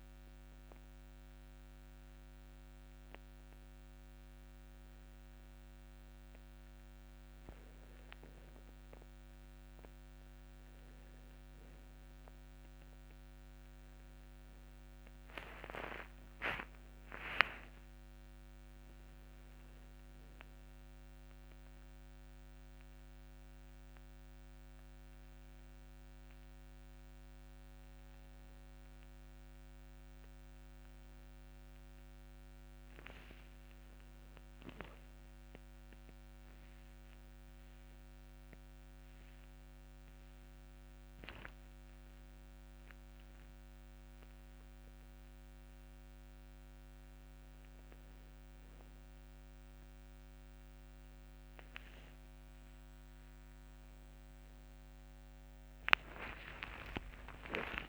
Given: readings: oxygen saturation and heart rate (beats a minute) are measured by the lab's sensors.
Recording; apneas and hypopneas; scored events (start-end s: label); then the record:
a person awake in a sleep study, by a microphone on the trachea; none
none scored
From the record:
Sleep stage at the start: awake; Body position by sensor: on the back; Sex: male